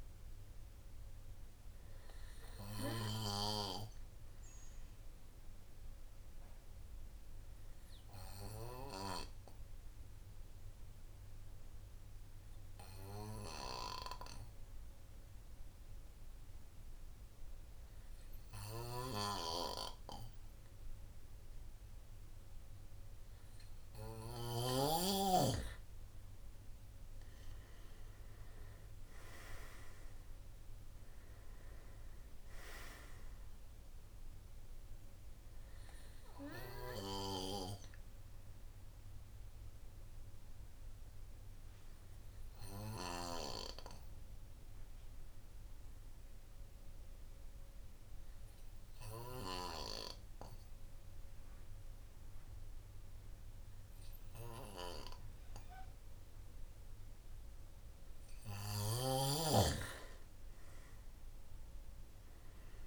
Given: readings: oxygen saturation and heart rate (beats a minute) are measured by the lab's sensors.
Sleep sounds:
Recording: breathing in sleep by a room microphone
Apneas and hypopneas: 2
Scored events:
4.50-24.00 s: obstructive apnea (oxygen 97% before, 93% lowest, heart rate 54 before, 49 extreme, up 9 after)
26.50-29.00 s: arousal
29.00-49.00 s: oxygen desaturation (device-marked, oxygen 98% before, 93% lowest, heart rate 52 before, 49 extreme)
37.00-58.00 s: obstructive apnea (oxygen 98% before, 93% lowest, heart rate 55 before, 48 extreme, up 8 after)
60.50-62.86 s: arousal
From the record:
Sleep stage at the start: N2 (light sleep)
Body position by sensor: on the right side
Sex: male

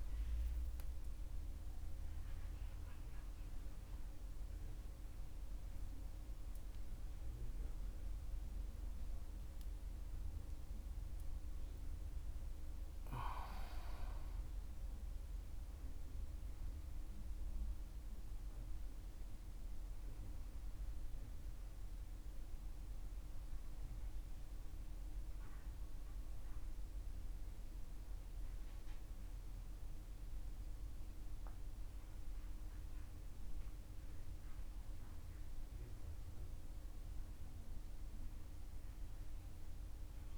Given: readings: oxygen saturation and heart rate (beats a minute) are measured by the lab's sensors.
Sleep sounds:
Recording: a person awake in a sleep study, hard to hear, by a room microphone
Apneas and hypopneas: none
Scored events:
8.50-13.50 s: oxygen desaturation (device-marked, oxygen 97% before, 93% lowest, heart rate 77 before, 62 extreme)
From the record:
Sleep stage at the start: awake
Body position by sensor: on the right side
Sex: male

